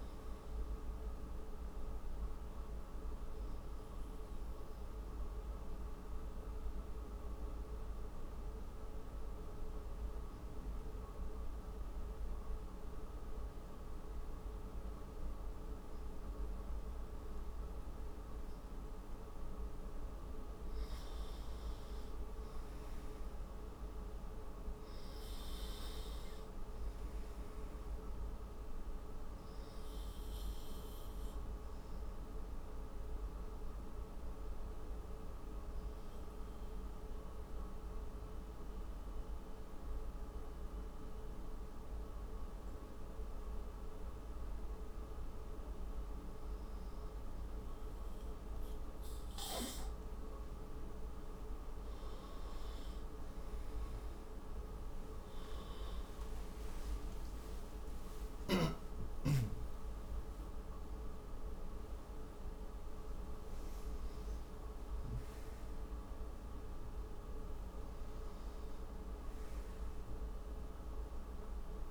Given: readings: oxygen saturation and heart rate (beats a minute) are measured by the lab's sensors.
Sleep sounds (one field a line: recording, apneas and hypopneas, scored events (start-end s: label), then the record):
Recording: breathing in sleep, hard to hear, by a room microphone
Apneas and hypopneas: 2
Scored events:
1.50-18.50 s: obstructive apnea (oxygen 98% before, 93% lowest)
8.00-18.00 s: oxygen desaturation (device-marked, oxygen 97% before, 93% lowest)
20.00-23.50 s: arousal
29.00-48.50 s: obstructive apnea (oxygen 97% before, 93% lowest)
37.00-44.00 s: oxygen desaturation (device-marked, oxygen 97% before, 93% lowest)
51.00-55.50 s: arousal
From the record:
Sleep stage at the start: N2 (light sleep)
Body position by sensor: on the front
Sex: male